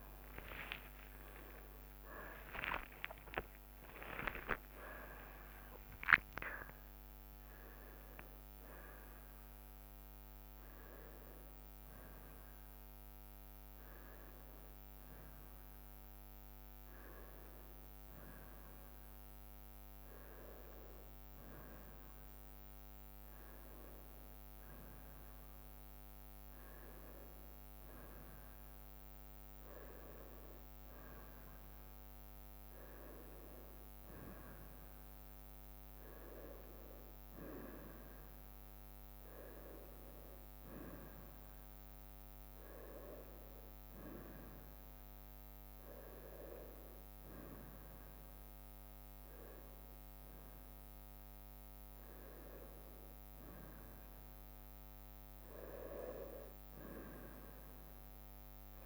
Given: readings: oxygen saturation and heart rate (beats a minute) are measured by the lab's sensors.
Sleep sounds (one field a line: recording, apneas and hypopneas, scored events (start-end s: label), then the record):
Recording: a person partly awake in a sleep study, by a microphone on the trachea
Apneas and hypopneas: none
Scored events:
0.00-4.00 s: tachycardia (device-marked, heart rate 67 before, 103 extreme)
0.50-2.50 s: long interval between heartbeats (device-marked, heart rate 71 before, 82 extreme)
2.50-4.50 s: long interval between heartbeats (device-marked, heart rate 72 before, 90 extreme)
24.00-58.86 s: new sleep stage, N1 (lightest sleep)
From the record:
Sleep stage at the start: awake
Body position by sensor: on the right side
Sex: female